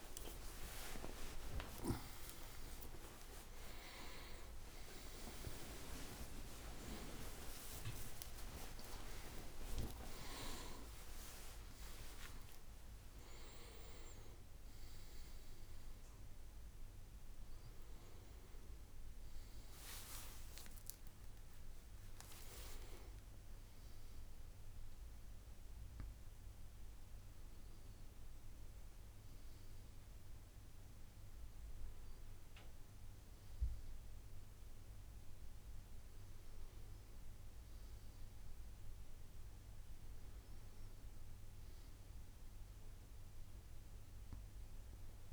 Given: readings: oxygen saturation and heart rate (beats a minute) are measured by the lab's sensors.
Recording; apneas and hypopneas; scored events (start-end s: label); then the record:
a person awake in a sleep study, by a room microphone; none
none scored
From the record:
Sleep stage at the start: awake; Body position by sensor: on the right side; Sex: male